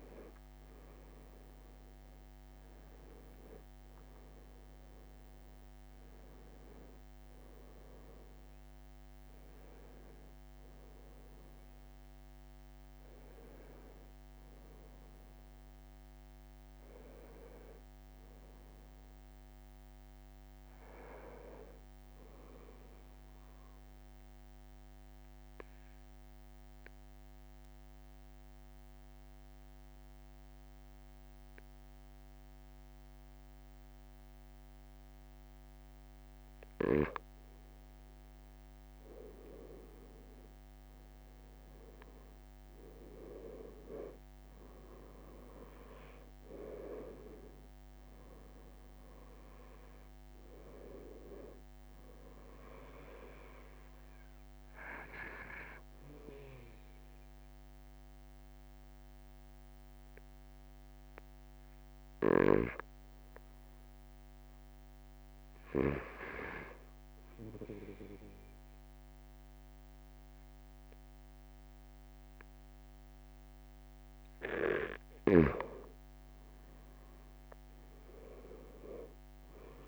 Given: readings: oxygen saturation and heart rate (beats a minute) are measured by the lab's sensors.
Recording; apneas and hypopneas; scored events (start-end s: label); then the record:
breathing in sleep by a microphone on the trachea; 2
0.00-1.00 s: long interval between heartbeats (device-marked, heart rate 53 extreme)
6.00-8.00 s: long interval between heartbeats (device-marked, heart rate 48 before, 42 extreme)
12.00-14.00 s: long interval between heartbeats (device-marked, heart rate 46 before, 38 extreme)
23.50-38.50 s: obstructive apnea (oxygen 96% before, 94% lowest, heart rate 41 before, 28 extreme, up 4 after)
42.00-44.00 s: long interval between heartbeats (device-marked, heart rate 46 before, 48 extreme)
42.00-46.50 s: arousal
50.50-52.50 s: long interval between heartbeats (device-marked, heart rate 42 before, 35 extreme)
56.00-73.50 s: obstructive apnea (oxygen 97% before, 94% lowest, heart rate 40 before, 37 extreme, up 3 after)
From the record:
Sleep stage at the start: REM sleep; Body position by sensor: on the right side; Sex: male